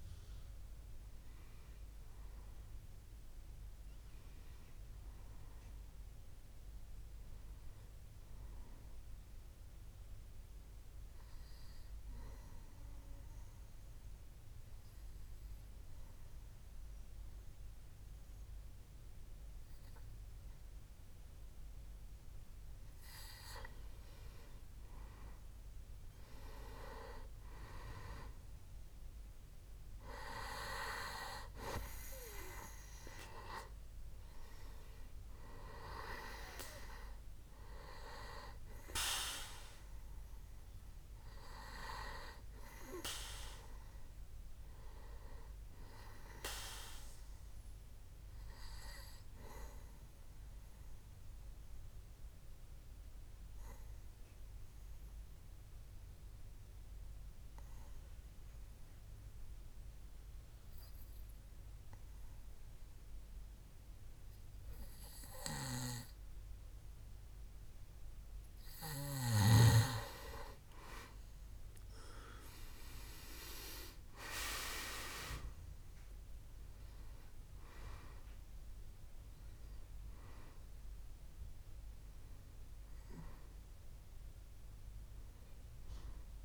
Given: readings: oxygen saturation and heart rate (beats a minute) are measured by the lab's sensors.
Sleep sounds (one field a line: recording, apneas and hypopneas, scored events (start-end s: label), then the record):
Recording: breathing in sleep by a room microphone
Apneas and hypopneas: 2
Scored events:
0.00-19.50 s: oxygen desaturation (device-marked, oxygen 89% lowest, heart rate 61 extreme)
9.50-23.00 s: obstructive apnea (oxygen 97% before, 89% lowest, heart rate 92 before, 61 extreme, up 3 after)
26.00-29.00 s: arousal
35.50-45.50 s: oxygen desaturation (device-marked, oxygen 98% before, 94% lowest, heart rate 63 before, 60 extreme)
47.50-68.00 s: obstructive apnea (oxygen 99% before, 89% lowest, heart rate 66 before, 60 extreme, up 9 after)
68.50-86.45 s: oxygen desaturation (device-marked, oxygen 98% before, 89% lowest, heart rate 63 before, 66 extreme)
71.00-75.50 s: arousal
From the record:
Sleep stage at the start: N2 (light sleep)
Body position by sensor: on the back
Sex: male